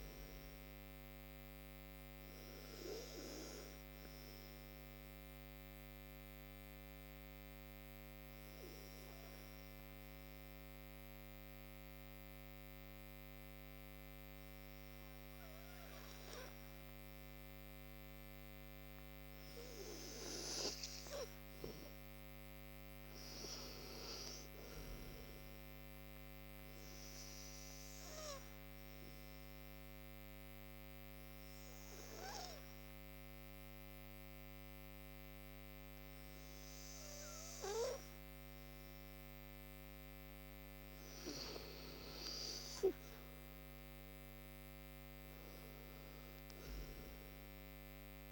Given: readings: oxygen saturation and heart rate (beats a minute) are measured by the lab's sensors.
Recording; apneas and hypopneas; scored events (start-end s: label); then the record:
breathing in sleep by a microphone on the trachea; 2
1.50-19.50 s: obstructive apnea (oxygen 96% before, 90% lowest, heart rate 66 before, 53 extreme, up 14 after)
5.00-16.00 s: oxygen desaturation (device-marked, oxygen 95% before, 91% lowest, heart rate 66 before, 53 extreme)
21.00-24.00 s: arousal
27.00-39.00 s: obstructive apnea (oxygen 97% before, 90% lowest, heart rate 61 before, 51 extreme, up 16 after)
28.00-47.00 s: oxygen desaturation (device-marked, oxygen 97% before, 90% lowest, heart rate 62 before, 51 extreme)
42.00-45.50 s: arousal
From the record:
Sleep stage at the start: N2 (light sleep); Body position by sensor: on the right side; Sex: male